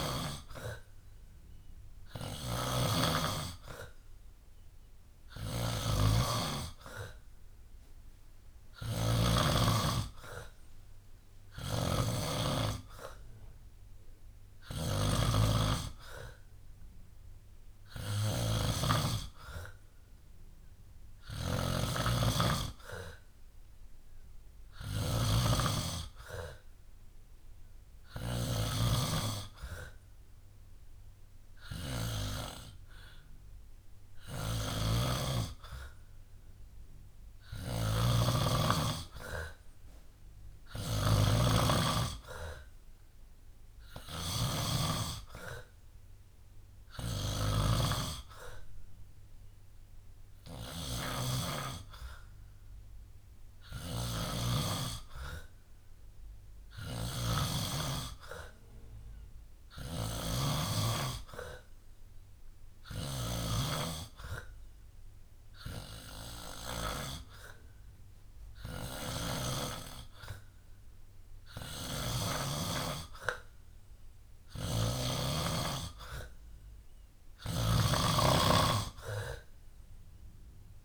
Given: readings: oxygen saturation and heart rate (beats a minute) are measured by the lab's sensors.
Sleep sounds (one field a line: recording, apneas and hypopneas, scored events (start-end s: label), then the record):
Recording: breathing in sleep by a room microphone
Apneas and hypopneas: none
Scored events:
0.00-28.00 s: snoring (device-marked)
34.00-72.00 s: snoring (device-marked)
73.00-76.00 s: bradycardia (device-marked, heart rate 66 before, 62 extreme)
74.00-80.85 s: snoring (device-marked)
From the record:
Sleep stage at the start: N2 (light sleep)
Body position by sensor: on the back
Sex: male